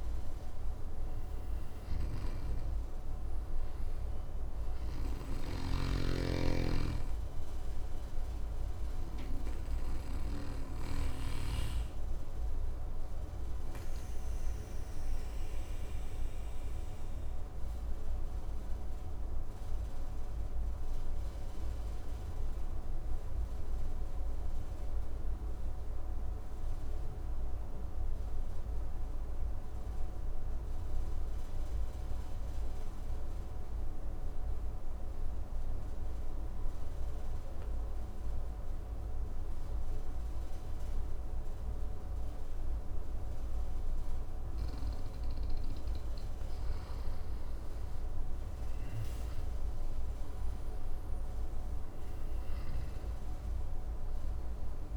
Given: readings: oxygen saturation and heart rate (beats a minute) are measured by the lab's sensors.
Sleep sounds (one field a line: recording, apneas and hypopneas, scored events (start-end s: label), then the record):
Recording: breathing in sleep by a room microphone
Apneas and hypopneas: 1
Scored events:
0.00-24.50 s: oxygen desaturation (device-marked, oxygen 92% lowest, heart rate 54 extreme)
1.00-9.00 s: snoring (device-marked)
12.50-44.50 s: mixed apnea (oxygen 98% before, 91% lowest, heart rate 61 before, 54 extreme, up 10 after)
38.50-54.97 s: oxygen desaturation (device-marked, oxygen 99% before, 91% lowest, heart rate 54 before, 54 extreme)
46.50-50.00 s: arousal
From the record:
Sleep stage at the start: N2 (light sleep)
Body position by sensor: on the back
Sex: male